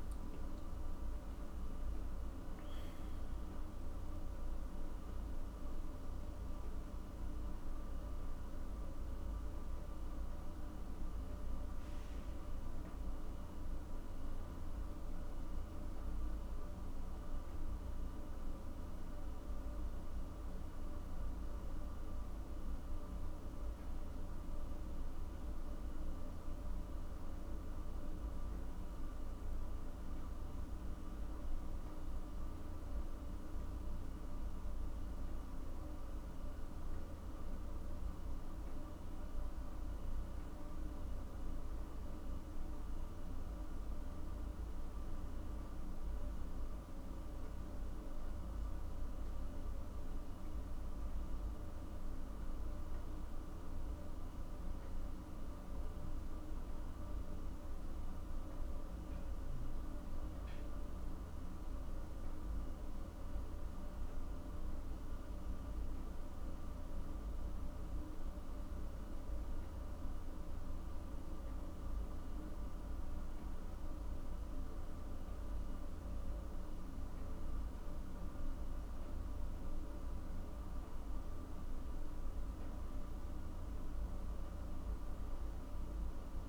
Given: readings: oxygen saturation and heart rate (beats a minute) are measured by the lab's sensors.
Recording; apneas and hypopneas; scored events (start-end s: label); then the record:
a person partly awake in a sleep study, hard to hear, by a room microphone; none
8.50-86.48 s: new sleep stage, N1 (lightest sleep)
From the record:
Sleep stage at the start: awake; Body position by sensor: on the back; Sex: male